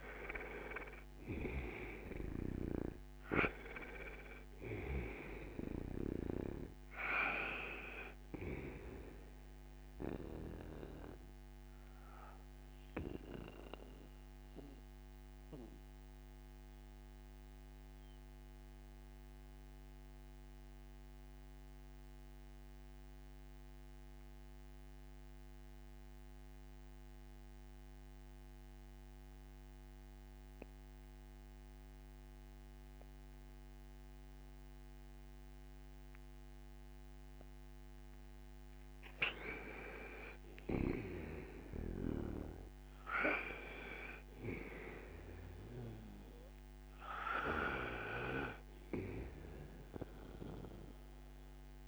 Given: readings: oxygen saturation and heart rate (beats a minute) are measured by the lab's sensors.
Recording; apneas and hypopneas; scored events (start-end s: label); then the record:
breathing in sleep by a microphone on the trachea; 1
0.00-2.00 s: arousal
0.00-33.00 s: oxygen desaturation (device-marked, oxygen 82% lowest, heart rate 55 extreme)
1.00-5.00 s: snoring (device-marked)
10.50-38.50 s: mixed apnea (oxygen 97% before, 82% lowest, heart rate 68 before, 55 extreme, up 20 after)
39.50-44.00 s: arousal
42.00-51.88 s: oxygen desaturation (device-marked, oxygen 98% before, 87% lowest, heart rate 60 before, 58 extreme)
From the record:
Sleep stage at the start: N2 (light sleep); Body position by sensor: on the right side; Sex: male